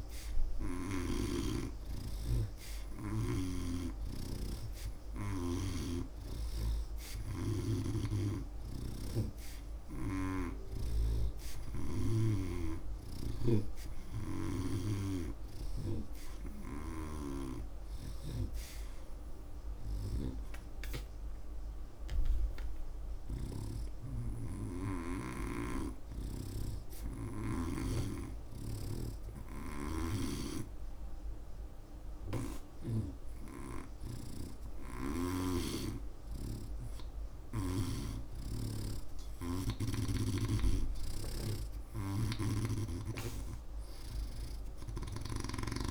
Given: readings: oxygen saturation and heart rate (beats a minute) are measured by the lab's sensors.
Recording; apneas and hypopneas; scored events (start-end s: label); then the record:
breathing in sleep by a room microphone; none
0.00-10.00 s: oxygen desaturation (device-marked, oxygen 84% lowest)
4.00-10.50 s: snoring (device-marked)
15.00-27.50 s: snoring (device-marked)
29.50-33.00 s: snoring (device-marked)
43.00-45.91 s: oxygen desaturation (device-marked, oxygen 89% before, 86% lowest)
From the record:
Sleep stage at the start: N2 (light sleep); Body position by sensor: on the right side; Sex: male